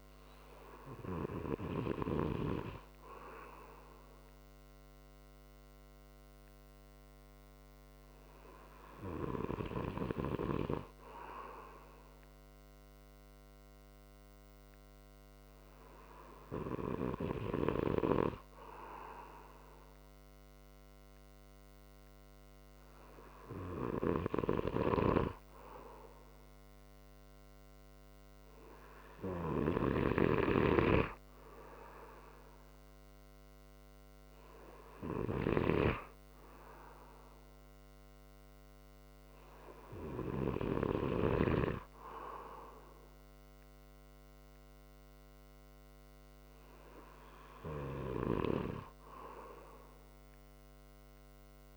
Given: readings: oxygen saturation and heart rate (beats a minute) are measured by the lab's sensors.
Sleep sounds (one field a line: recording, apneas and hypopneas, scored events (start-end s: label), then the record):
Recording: breathing in sleep by a microphone on the trachea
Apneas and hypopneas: none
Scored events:
30.00-41.50 s: snoring (device-marked)
From the record:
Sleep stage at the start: N2 (light sleep)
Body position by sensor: on the right side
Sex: male